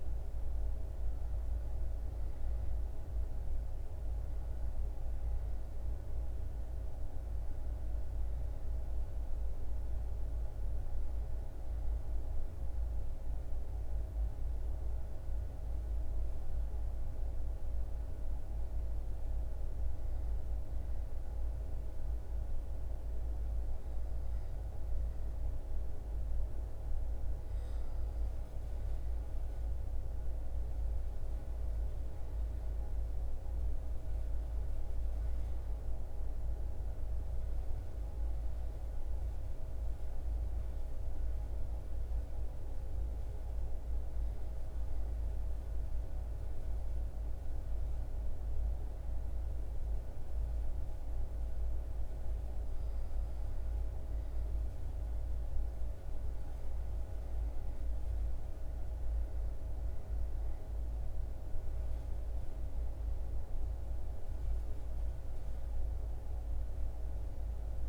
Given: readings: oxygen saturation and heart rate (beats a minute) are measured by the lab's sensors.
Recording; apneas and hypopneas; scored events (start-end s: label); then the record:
breathing in sleep, hard to hear, by a room microphone; 1
40.00-51.50 s: hypopnea (oxygen 97% before, 93% lowest, heart rate 76 before, 72 extreme, up 6 after)
60.00-67.89 s: oxygen desaturation (device-marked, oxygen 96% before, 93% lowest, heart rate 75 before, 77 extreme)
From the record:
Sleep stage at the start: N1 (lightest sleep); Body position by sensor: on the back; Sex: male